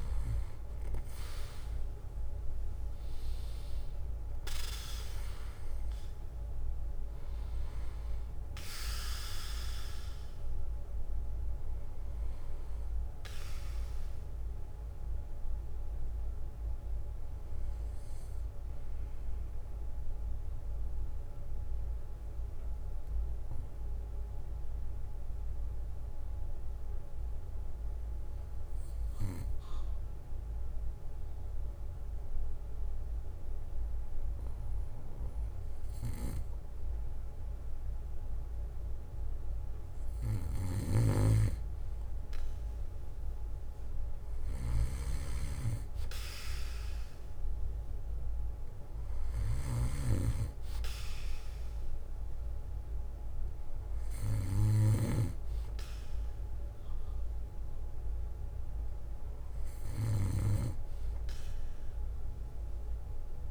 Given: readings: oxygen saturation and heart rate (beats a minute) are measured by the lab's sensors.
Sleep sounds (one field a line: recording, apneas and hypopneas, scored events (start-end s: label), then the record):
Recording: breathing in sleep by a room microphone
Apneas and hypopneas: 1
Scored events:
0.00-1.00 s: arousal
11.00-22.00 s: bradycardia (device-marked, heart rate 60 before, 56 extreme)
21.50-39.00 s: obstructive apnea (oxygen 96% before, 94% lowest, heart rate 60 before, 52 extreme, up 5 after)
24.00-28.00 s: bradycardia (device-marked, heart rate 60 before, 56 extreme)
29.00-31.00 s: bradycardia (device-marked, heart rate 60 before, 59 extreme)
32.00-42.00 s: bradycardia (device-marked, heart rate 60 before, 55 extreme)
42.50-46.00 s: arousal
45.00-52.00 s: bradycardia (device-marked, heart rate 60 before, 52 extreme)
57.00-63.50 s: bradycardia (device-marked, heart rate 60 before, 58 extreme)
From the record:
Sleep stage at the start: N2 (light sleep)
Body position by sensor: on the back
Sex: male